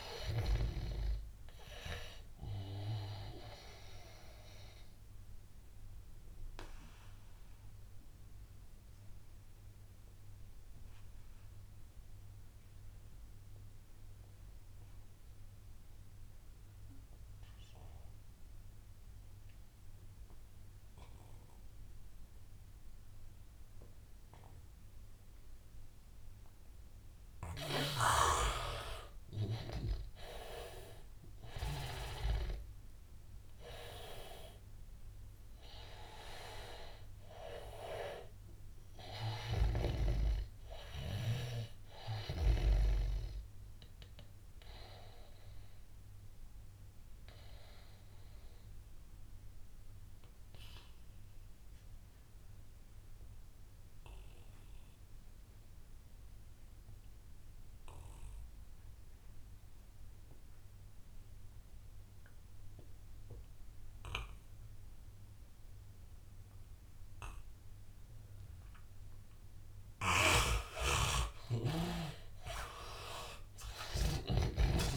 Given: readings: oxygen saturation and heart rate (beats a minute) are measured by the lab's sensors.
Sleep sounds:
breathing in sleep by a room microphone; 2
0.00-15.00 s: oxygen desaturation (device-marked, oxygen 85% lowest, heart rate 89 extreme)
4.00-27.50 s: obstructive apnea (oxygen 99% before, 82% lowest, heart rate 92 before, 85 extreme, up 3 after)
29.50-34.00 s: arousal
31.00-53.00 s: oxygen desaturation (device-marked, oxygen 98% before, 82% lowest, heart rate 91 before, 84 extreme)
45.00-69.00 s: obstructive apnea (oxygen 99% before, 81% lowest, heart rate 91 before, 84 extreme, up 8 after)
66.00-74.97 s: oxygen desaturation (device-marked, oxygen 99% before, 81% lowest, heart rate 86 before, 87 extreme)
70.00-74.97 s: snoring (device-marked)
71.00-74.97 s: arousal
From the record:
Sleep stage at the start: N2 (light sleep); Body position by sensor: on the back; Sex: male

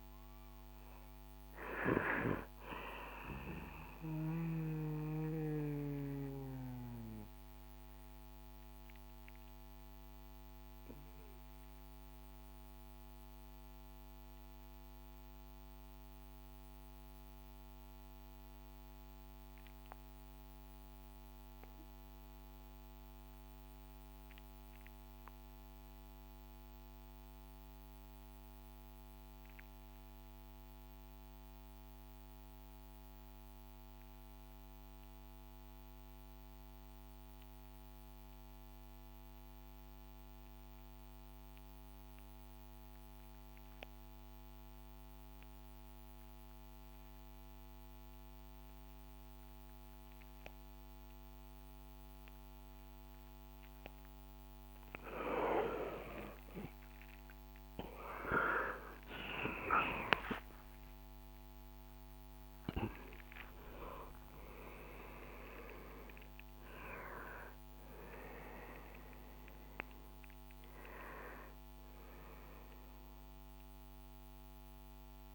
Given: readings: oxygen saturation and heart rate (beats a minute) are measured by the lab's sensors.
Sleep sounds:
breathing in sleep by a microphone on the trachea; 1
0.00-16.50 s: oxygen desaturation (device-marked, oxygen 83% lowest, heart rate 55 extreme)
4.00-53.00 s: obstructive apnea (oxygen 95% before, 81% lowest, heart rate 73 before, 55 extreme, up 19 after)
32.50-72.50 s: oxygen desaturation (device-marked, oxygen 99% before, 83% lowest, heart rate 65 before, 55 extreme)
55.50-61.00 s: arousal
62.50-75.35 s: new sleep stage, N2 (light sleep)
From the record:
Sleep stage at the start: REM sleep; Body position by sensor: on the back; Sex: male

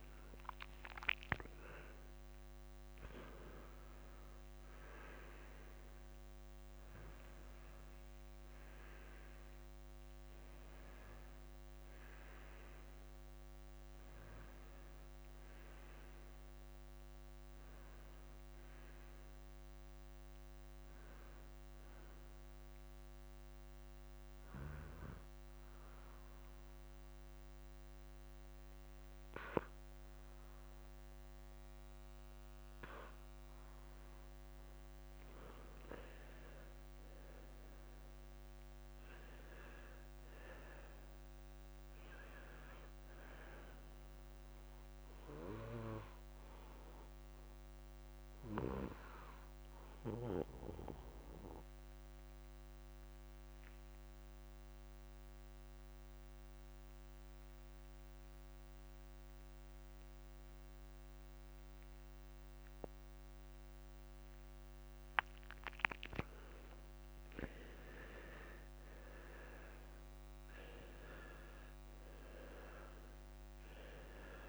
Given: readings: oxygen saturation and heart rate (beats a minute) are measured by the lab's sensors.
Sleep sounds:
breathing in sleep by a microphone on the trachea; 2
0.00-8.00 s: oxygen desaturation (device-marked, oxygen 81% lowest)
1.00-3.00 s: long interval between heartbeats (device-marked, heart rate 74 before, 98 extreme)
24.50-35.00 s: hypopnea (oxygen 100% before, 88% lowest, heart rate 62 before, 53 extreme, up 18 after)
29.00-74.49 s: new sleep stage, N2 (light sleep)
29.50-31.50 s: long interval between heartbeats (device-marked, heart rate 56 before, 60 extreme)
33.00-35.00 s: long interval between heartbeats (device-marked, heart rate 56 before, 68 extreme)
37.00-40.50 s: arousal
40.00-62.00 s: oxygen desaturation (device-marked, oxygen 96% before, 91% lowest, heart rate 59 before, 53 extreme)
50.50-65.50 s: mixed apnea (oxygen 98% before, 88% lowest, heart rate 60 before, 53 extreme, up 24 after)
66.50-70.50 s: arousal
67.50-69.50 s: long interval between heartbeats (device-marked, heart rate 54 before, 67 extreme)
71.00-73.00 s: long interval between heartbeats (device-marked, heart rate 57 before, 77 extreme)
71.00-74.49 s: oxygen desaturation (device-marked, oxygen 95% before, 88% lowest, heart rate 57 before, 50 extreme)
From the record:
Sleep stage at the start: N1 (lightest sleep); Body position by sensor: on the left side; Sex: male

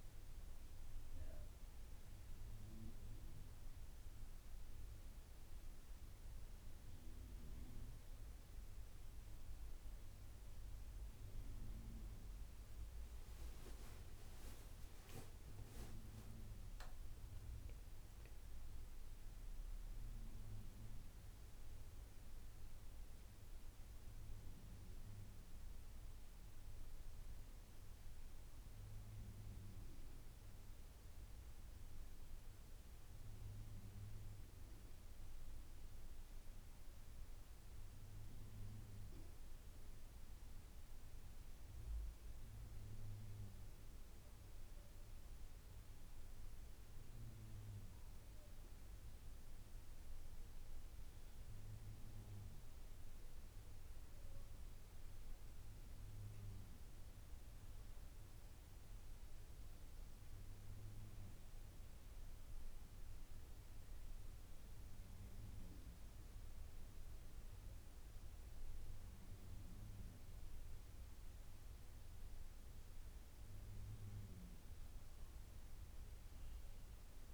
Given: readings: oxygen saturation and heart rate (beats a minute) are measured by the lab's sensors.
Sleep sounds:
breathing in sleep, hard to hear, by a room microphone; 1
13.50-17.00 s: arousal
51.50-64.00 s: obstructive apnea (oxygen 96% before, 91% lowest, heart rate 83 before, 80 extreme, up 6 after)
66.50-69.50 s: arousal
70.00-77.34 s: oxygen desaturation (device-marked, oxygen 94% before, 91% lowest, heart rate 82 before, 83 extreme)
From the record:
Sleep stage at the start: N1 (lightest sleep); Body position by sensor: on the back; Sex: male

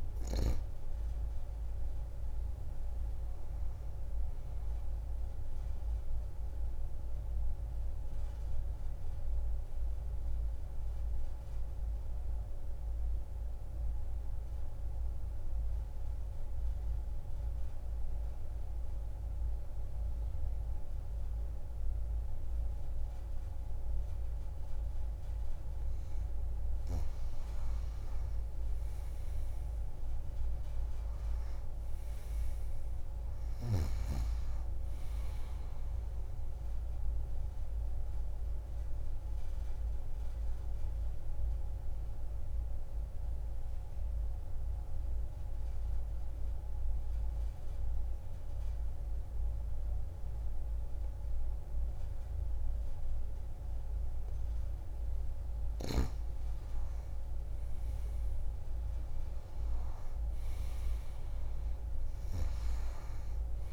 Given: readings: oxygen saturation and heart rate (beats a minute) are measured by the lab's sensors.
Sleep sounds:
breathing in sleep, hard to hear, by a room microphone; 2
0.00-19.00 s: oxygen desaturation (device-marked, oxygen 87% lowest)
6.00-26.50 s: obstructive apnea (oxygen 97% before, 87% lowest)
27.00-55.00 s: oxygen desaturation (device-marked, oxygen 98% before, 90% lowest)
29.00-33.00 s: arousal
37.50-54.00 s: obstructive apnea (oxygen 98% before, 90% lowest)
57.50-61.50 s: arousal
From the record:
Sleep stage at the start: N2 (light sleep); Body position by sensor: on the back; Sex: female

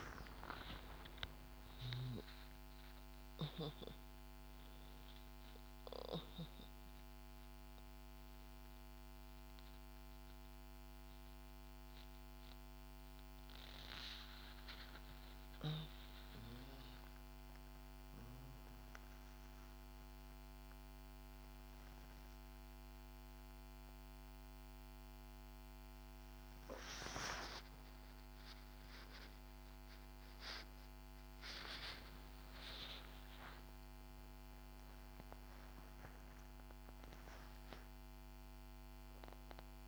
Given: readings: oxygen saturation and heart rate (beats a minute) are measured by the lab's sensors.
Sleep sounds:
breathing in sleep by a microphone on the trachea; none
1.50-8.00 s: arousal
33.50-38.50 s: arousal
From the record:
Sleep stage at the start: N2 (light sleep); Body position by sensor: on the back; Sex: female

